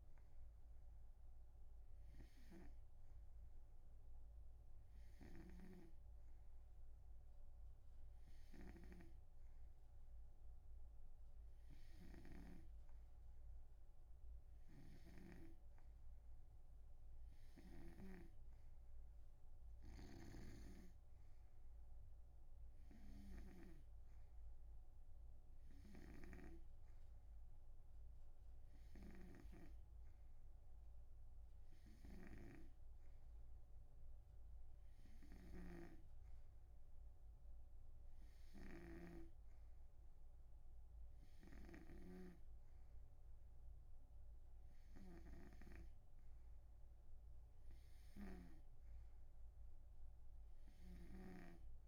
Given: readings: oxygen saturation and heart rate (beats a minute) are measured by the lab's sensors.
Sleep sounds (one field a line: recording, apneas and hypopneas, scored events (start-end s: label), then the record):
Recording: breathing in sleep by a room microphone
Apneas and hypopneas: none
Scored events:
0.00-13.00 s: snoring (device-marked)
15.00-18.50 s: snoring (device-marked)
20.50-49.00 s: snoring (device-marked)
From the record:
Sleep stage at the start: N2 (light sleep)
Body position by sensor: on the right side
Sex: male